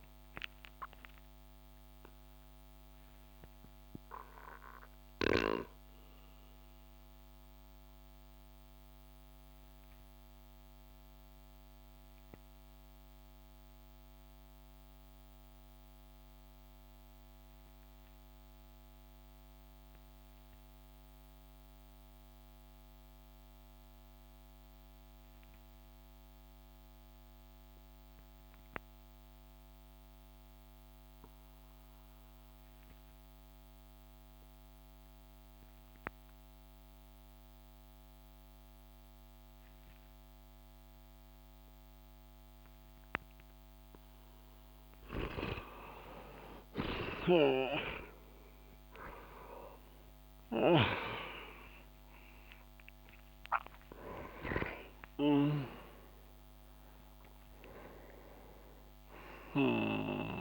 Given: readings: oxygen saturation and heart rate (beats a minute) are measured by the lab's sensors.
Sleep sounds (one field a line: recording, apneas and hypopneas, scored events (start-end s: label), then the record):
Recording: breathing in sleep by a microphone on the trachea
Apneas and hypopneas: 1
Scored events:
0.00-24.50 s: oxygen desaturation (device-marked, oxygen 87% lowest)
2.00-44.00 s: obstructive apnea (oxygen 98% before, 85% lowest)
39.50-60.41 s: oxygen desaturation (device-marked, oxygen 97% before, 85% lowest)
45.50-51.50 s: arousal
46.50-54.50 s: snoring (device-marked)
From the record:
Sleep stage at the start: N2 (light sleep)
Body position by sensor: on the back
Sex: male